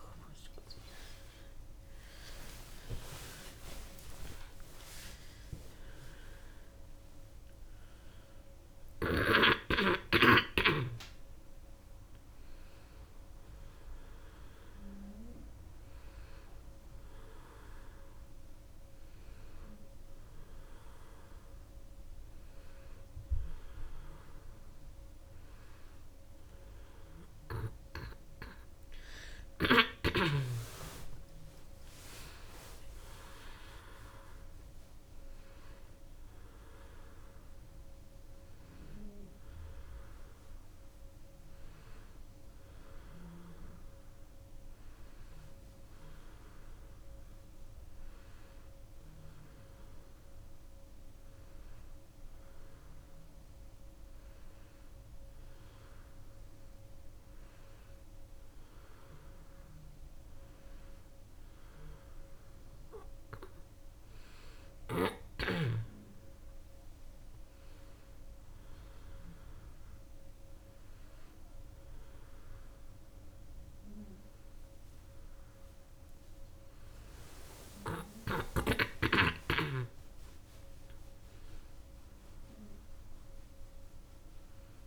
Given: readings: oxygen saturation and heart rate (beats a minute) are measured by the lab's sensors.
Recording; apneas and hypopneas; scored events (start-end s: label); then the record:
a person awake in a sleep study, by a room microphone; none
none scored
From the record:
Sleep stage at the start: awake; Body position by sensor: on the back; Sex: female